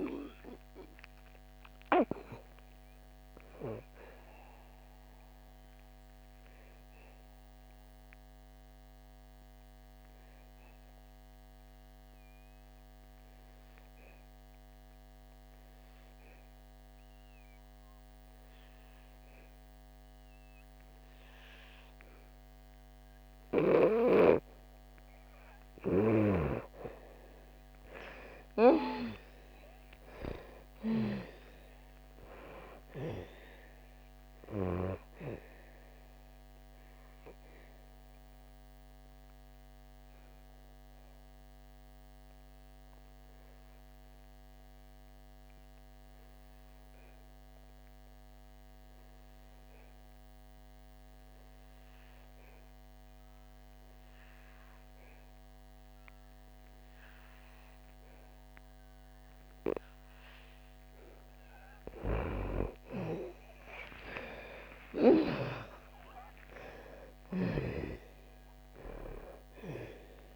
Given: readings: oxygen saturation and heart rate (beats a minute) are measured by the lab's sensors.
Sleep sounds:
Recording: breathing in sleep by a microphone on the trachea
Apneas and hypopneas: 2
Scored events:
0.00-21.50 s: oxygen desaturation (device-marked, oxygen 82% lowest, heart rate 52 extreme)
5.00-26.00 s: obstructive apnea (oxygen 98% before, 81% lowest, heart rate 77 before, 52 extreme, up 8 after)
27.50-31.00 s: arousal
27.50-52.50 s: oxygen desaturation (device-marked, oxygen 98% before, 87% lowest, heart rate 63 before, 54 extreme)
36.00-60.50 s: obstructive apnea (oxygen 98% before, 79% lowest, heart rate 59 before, 58 extreme, up 35 after)
54.50-70.36 s: oxygen desaturation (device-marked, oxygen 98% before, 81% lowest, heart rate 65 before, 58 extreme)
62.00-67.00 s: arousal
From the record:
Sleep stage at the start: N2 (light sleep)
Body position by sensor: on the back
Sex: female

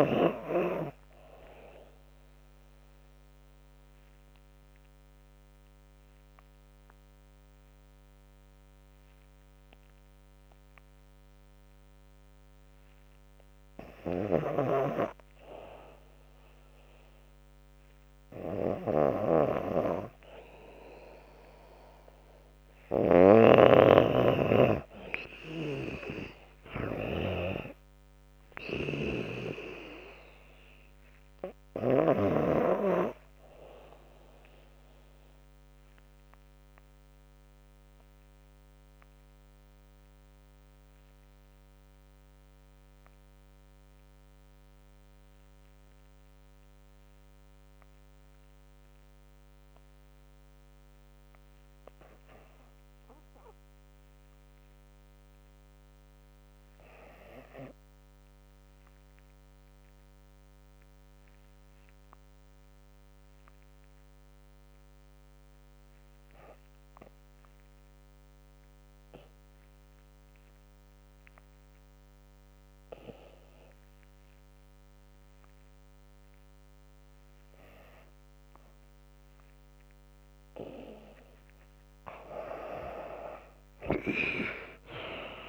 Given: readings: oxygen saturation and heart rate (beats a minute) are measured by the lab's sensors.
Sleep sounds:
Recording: breathing in sleep by a microphone on the trachea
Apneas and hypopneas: 2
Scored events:
2.50-13.50 s: obstructive apnea (oxygen 99% before, 86% lowest, heart rate 88 before, 74 extreme, up 24 after)
12.00-14.00 s: long interval between heartbeats (device-marked, heart rate 83 before, 79 extreme)
14.00-32.00 s: snoring (device-marked)
15.50-19.00 s: arousal
15.50-26.50 s: drop in pulse transit time (device-marked, heart rate 83 before, 85 extreme)
17.50-19.50 s: long interval between heartbeats (device-marked, heart rate 82 before, 87 extreme)
18.50-43.50 s: oxygen desaturation (device-marked, oxygen 97% before, 92% lowest, heart rate 83 before, 75 extreme)
20.50-22.50 s: long interval between heartbeats (device-marked, heart rate 83 before, 98 extreme)
35.50-37.50 s: long interval between heartbeats (device-marked, heart rate 89 before, 90 extreme)
35.50-80.00 s: obstructive apnea (oxygen 97% before, 78% lowest, heart rate 89 before, 75 extreme, up 26 after)
40.50-42.50 s: long interval between heartbeats (device-marked, heart rate 89 before, 88 extreme)
42.50-52.50 s: drop in pulse transit time (device-marked, heart rate 89 before, 75 extreme)
56.00-58.00 s: long interval between heartbeats (device-marked, heart rate 84 before, 89 extreme)
61.00-63.00 s: long interval between heartbeats (device-marked, heart rate 84 before, 97 extreme)
61.50-85.49 s: oxygen desaturation (device-marked, oxygen 97% before, 78% lowest, heart rate 84 before, 73 extreme)
64.50-72.50 s: drop in pulse transit time (device-marked, heart rate 84 before, 77 extreme)
65.50-67.50 s: long interval between heartbeats (device-marked, heart rate 84 before, 87 extreme)
81.50-83.50 s: long interval between heartbeats (device-marked, heart rate 83 before, 82 extreme)
82.00-85.00 s: arousal
83.50-85.49 s: tachycardia (device-marked, heart rate 92 before, 100 extreme)
84.00-85.49 s: long interval between heartbeats (device-marked, heart rate 82 before, 95 extreme)
From the record:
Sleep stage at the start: N2 (light sleep)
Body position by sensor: on the back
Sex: female

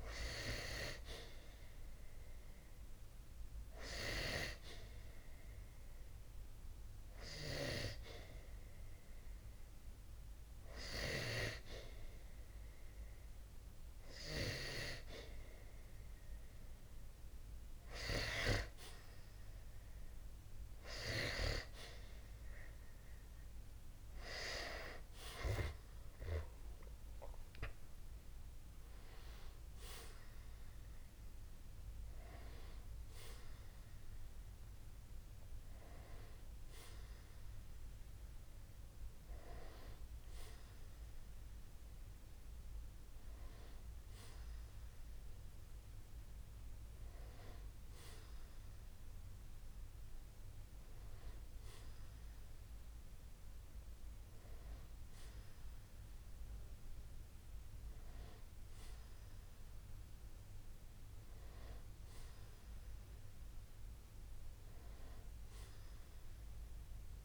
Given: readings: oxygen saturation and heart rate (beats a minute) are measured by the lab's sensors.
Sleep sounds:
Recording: breathing in sleep by a room microphone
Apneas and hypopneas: 1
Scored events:
6.50-17.00 s: hypopnea (oxygen 94% before, 91% lowest, heart rate 63 before, 63 extreme, up 8 after)
22.50-26.50 s: arousal
From the record:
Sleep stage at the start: N2 (light sleep)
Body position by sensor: on the back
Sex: male

